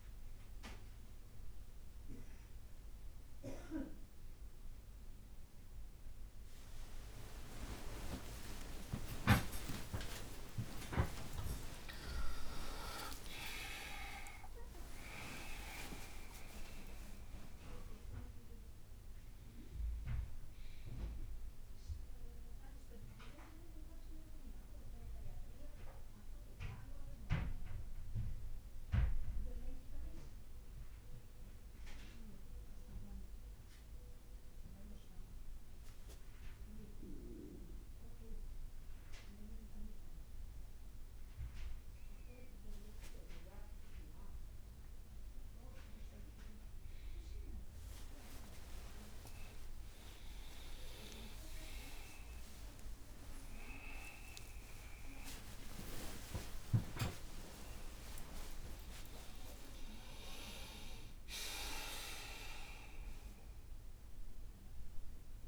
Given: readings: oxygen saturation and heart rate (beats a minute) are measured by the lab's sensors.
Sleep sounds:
a person awake in a sleep study, by a room microphone; 1
6.00-17.00 s: tachycardia (device-marked, heart rate 61 before, 168 extreme)
8.00-10.00 s: long interval between heartbeats (device-marked, heart rate 64 before, 79 extreme)
10.50-12.50 s: long interval between heartbeats (device-marked, heart rate 66 before, 125 extreme)
12.50-14.50 s: long interval between heartbeats (device-marked, heart rate 71 before, 143 extreme)
14.50-16.50 s: long interval between heartbeats (device-marked, heart rate 79 before, 154 extreme)
20.00-25.00 s: oxygen desaturation (device-marked, oxygen 98% before, 95% lowest, heart rate 101 before, 57 extreme)
24.50-39.50 s: hypopnea (oxygen 98% before, 93% lowest, heart rate 106 before, 57 extreme, up 2 after)
46.00-65.48 s: oxygen desaturation (device-marked, oxygen 98% before, 93% lowest, heart rate 59 before, 55 extreme)
47.00-61.00 s: tachycardia (device-marked, heart rate 62 before, 162 extreme)
49.50-51.50 s: long interval between heartbeats (device-marked, heart rate 59 before, 100 extreme)
52.50-54.50 s: long interval between heartbeats (device-marked, heart rate 67 before, 142 extreme)
54.50-56.50 s: long interval between heartbeats (device-marked, heart rate 75 before, 150 extreme)
58.50-60.50 s: long interval between heartbeats (device-marked, heart rate 93 before, 136 extreme)
From the record:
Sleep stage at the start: awake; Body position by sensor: on the back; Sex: male

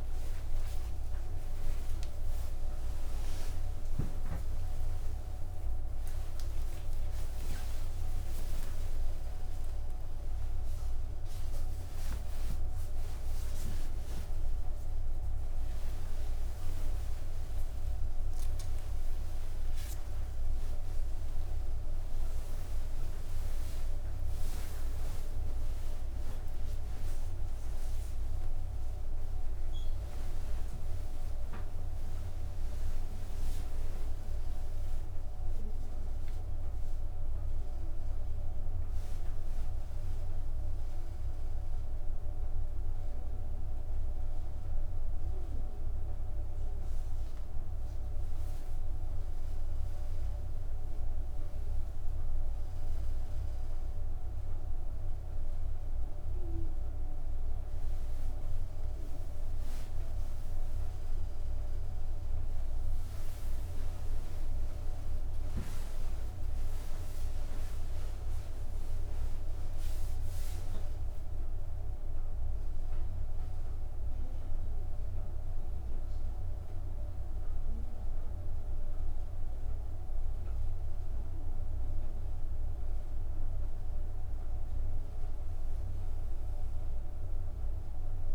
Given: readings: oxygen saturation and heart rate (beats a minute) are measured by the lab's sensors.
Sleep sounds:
a person awake in a sleep study, hard to hear, by a room microphone; none
40.00-46.00 s: oxygen desaturation (device-marked, oxygen 99% before, 95% lowest, heart rate 77 before, 67 extreme)
From the record:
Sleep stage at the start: awake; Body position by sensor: on the back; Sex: female

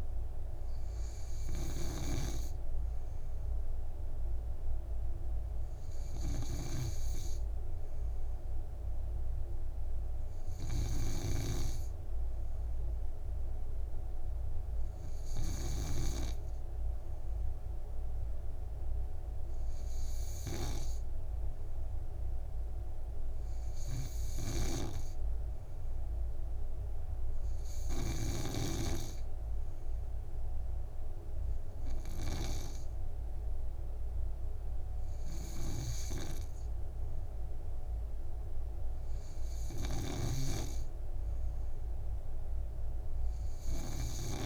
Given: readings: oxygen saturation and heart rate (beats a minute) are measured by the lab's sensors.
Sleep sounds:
breathing in sleep by a room microphone; none
0.00-12.00 s: snoring (device-marked)
40.50-44.46 s: snoring (device-marked)
From the record:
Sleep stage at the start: N2 (light sleep); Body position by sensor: on the back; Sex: male

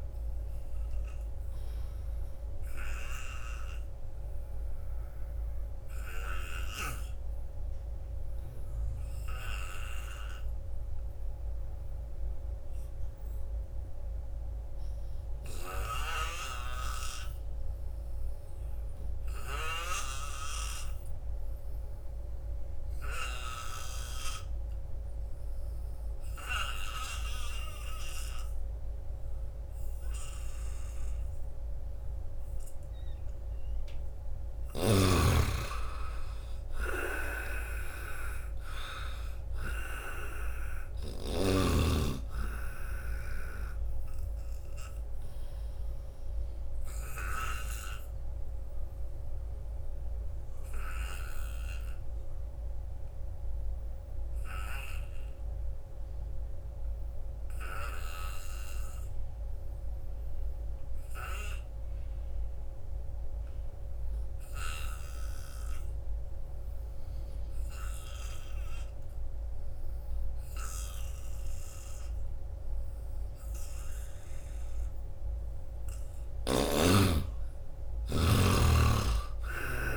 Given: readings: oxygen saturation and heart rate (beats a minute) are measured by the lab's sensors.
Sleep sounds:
breathing in sleep by a room microphone; 2
0.00-13.00 s: oxygen desaturation (device-marked, oxygen 75% lowest, heart rate 66 extreme)
1.00-33.00 s: obstructive apnea (oxygen 97% before, 75% lowest, heart rate 82 before, 66 extreme, up 4 after)
24.00-60.00 s: oxygen desaturation (device-marked, oxygen 98% before, 76% lowest, heart rate 87 before, 66 extreme)
34.50-38.50 s: arousal
45.00-75.50 s: obstructive apnea (oxygen 98% before, 74% lowest, heart rate 76 before, 76 extreme, up 9 after)
62.00-79.97 s: oxygen desaturation (device-marked, oxygen 97% before, 74% lowest, heart rate 86 before, 76 extreme)
77.50-79.97 s: arousal
From the record:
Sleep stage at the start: N2 (light sleep); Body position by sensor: on the back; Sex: male

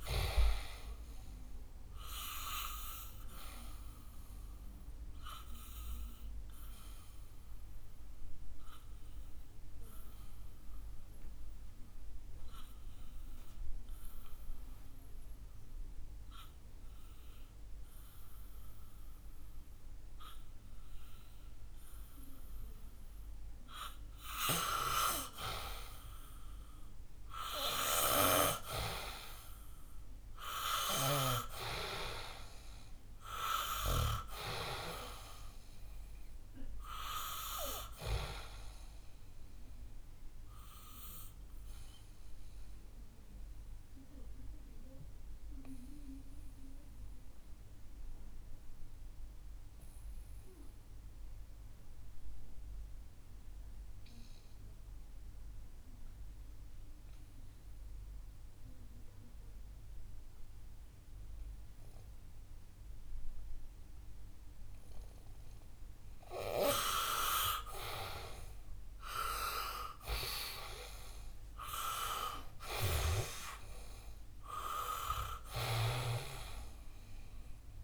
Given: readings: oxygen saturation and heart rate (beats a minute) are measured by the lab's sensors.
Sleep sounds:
breathing in sleep by a room microphone; 2
1.00-25.00 s: oxygen desaturation (device-marked, oxygen 98% before, 90% lowest, heart rate 67 before, 61 extreme)
3.50-23.00 s: obstructive apnea (oxygen 99% before, 90% lowest, heart rate 67 before, 61 extreme, up 9 after)
26.50-31.50 s: arousal
40.50-65.00 s: obstructive apnea (oxygen 97% before, 89% lowest, heart rate 68 before, 62 extreme, up 5 after)
50.00-58.00 s: oxygen desaturation (device-marked, oxygen 94% before, 91% lowest, heart rate 67 before, 65 extreme)
69.50-74.50 s: arousal
From the record:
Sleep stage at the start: N2 (light sleep); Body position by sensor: on the back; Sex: male

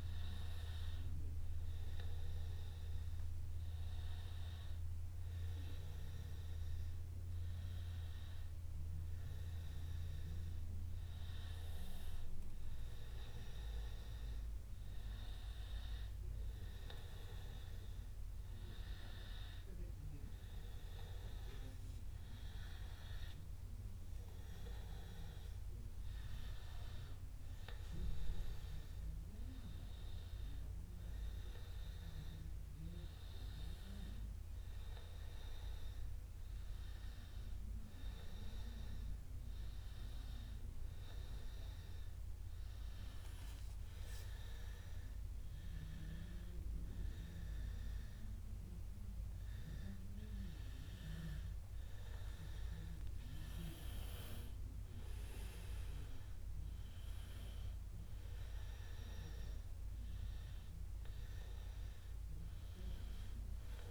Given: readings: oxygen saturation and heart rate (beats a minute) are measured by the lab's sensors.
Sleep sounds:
breathing in sleep by a room microphone; none
none scored
From the record:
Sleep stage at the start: N2 (light sleep); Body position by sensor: on the back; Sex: male

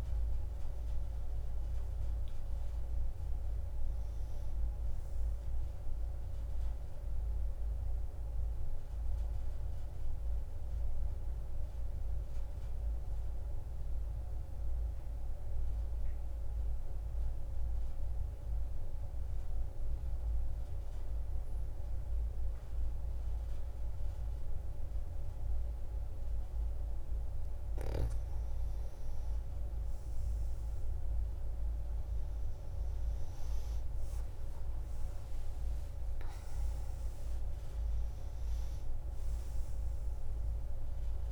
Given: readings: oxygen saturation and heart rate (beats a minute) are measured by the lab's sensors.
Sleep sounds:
breathing in sleep, hard to hear, by a room microphone; 1
11.00-27.00 s: mixed apnea (oxygen 95% before, 87% lowest)
29.00-32.50 s: arousal
29.50-41.32 s: new sleep stage, N1 (lightest sleep)
29.50-41.32 s: oxygen desaturation (device-marked, oxygen 97% before, 87% lowest)
From the record:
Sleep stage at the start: N2 (light sleep); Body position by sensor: on the back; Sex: female

